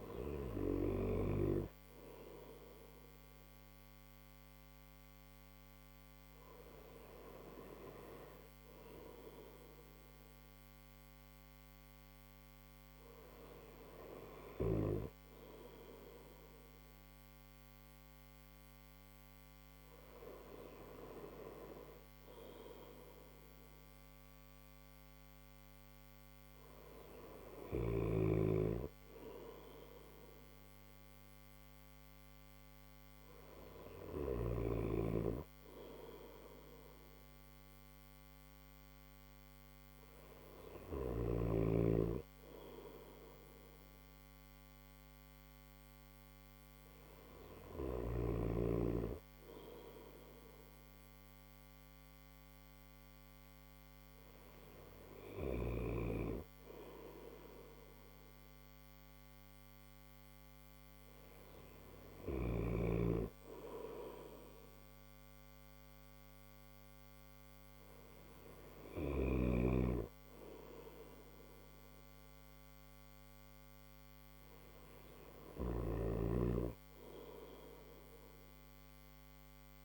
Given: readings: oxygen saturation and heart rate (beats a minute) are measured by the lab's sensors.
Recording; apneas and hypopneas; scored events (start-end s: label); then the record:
breathing in sleep by a microphone on the trachea; none
none scored
From the record:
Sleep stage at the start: N3 (deep sleep); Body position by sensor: on the right side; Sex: male